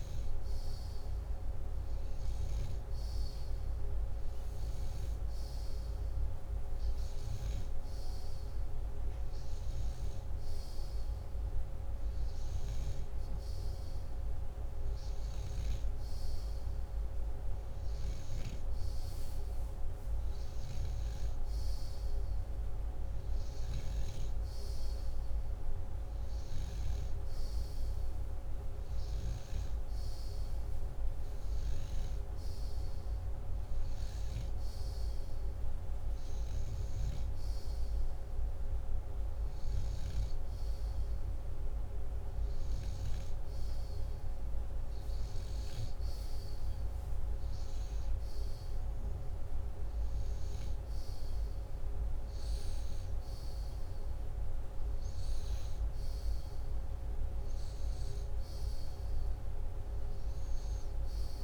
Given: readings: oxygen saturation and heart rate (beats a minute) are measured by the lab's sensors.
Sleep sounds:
breathing in sleep, hard to hear, by a room microphone; none
7.50-27.50 s: snoring (device-marked)
From the record:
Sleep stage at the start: N2 (light sleep); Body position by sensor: upright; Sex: male

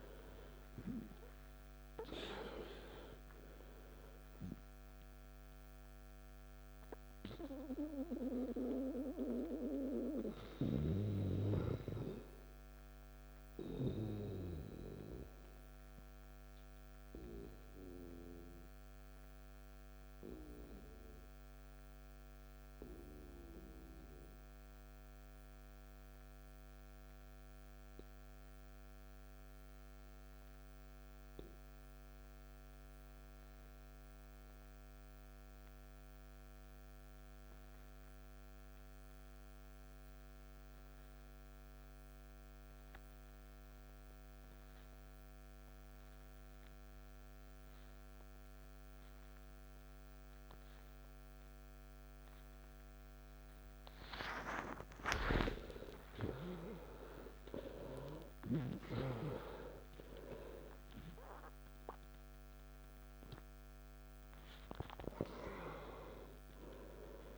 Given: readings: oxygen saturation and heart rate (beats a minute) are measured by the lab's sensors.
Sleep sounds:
breathing in sleep by a microphone on the trachea; 1
0.00-23.00 s: oxygen desaturation (device-marked, oxygen 89% lowest, heart rate 56 extreme)
7.00-53.50 s: mixed apnea (oxygen 98% before, 86% lowest, heart rate 64 before, 56 extreme, up 12 after)
42.00-67.38 s: oxygen desaturation (device-marked, oxygen 97% before, 86% lowest, heart rate 57 before, 55 extreme)
55.00-58.50 s: arousal
From the record:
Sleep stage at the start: N2 (light sleep); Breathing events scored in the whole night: 244 in 3.9 hours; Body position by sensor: on the back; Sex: male

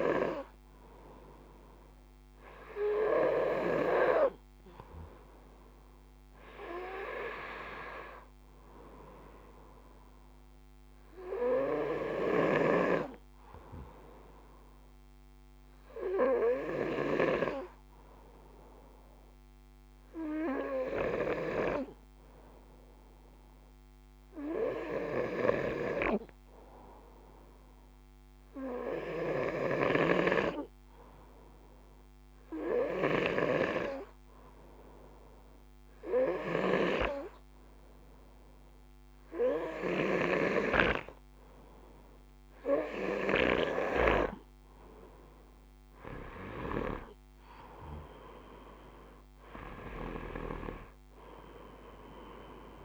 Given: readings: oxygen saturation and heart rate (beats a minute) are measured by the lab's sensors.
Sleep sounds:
breathing in sleep by a microphone on the trachea; 1
1.00-5.50 s: arousal
14.00-29.00 s: hypopnea (oxygen 96% before, 94% lowest, heart rate 55 before, 54 extreme, up 1 after)
31.50-35.00 s: arousal
From the record:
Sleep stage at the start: N2 (light sleep); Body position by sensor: on the front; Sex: male

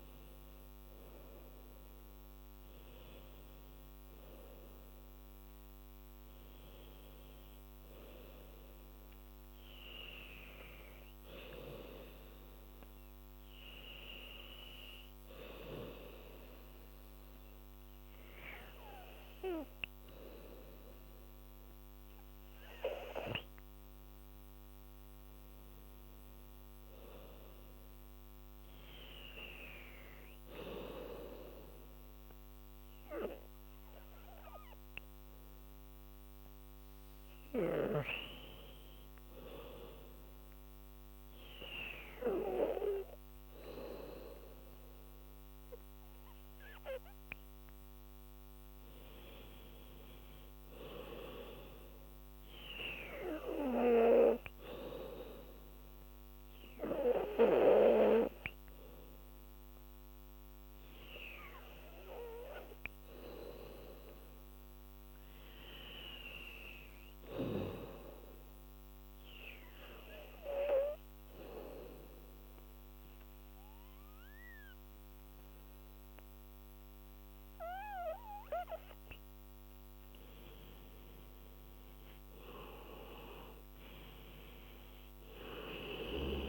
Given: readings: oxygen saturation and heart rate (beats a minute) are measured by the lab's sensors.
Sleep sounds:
breathing in sleep by a microphone on the trachea; 2
0.00-14.50 s: oxygen desaturation (device-marked, oxygen 90% lowest, heart rate 73 extreme)
39.50-50.50 s: hypopnea (oxygen 99% before, 89% lowest, heart rate 81 before, 76 extreme, up 8 after)
52.00-55.00 s: arousal
68.50-79.50 s: obstructive apnea (oxygen 97% before, 89% lowest, heart rate 81 before, 75 extreme, up 7 after)
81.00-84.50 s: arousal
84.50-86.49 s: oxygen desaturation (device-marked, oxygen 96% before, 89% lowest, heart rate 84 before, 75 extreme)
From the record:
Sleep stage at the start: N2 (light sleep); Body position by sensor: on the back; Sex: female

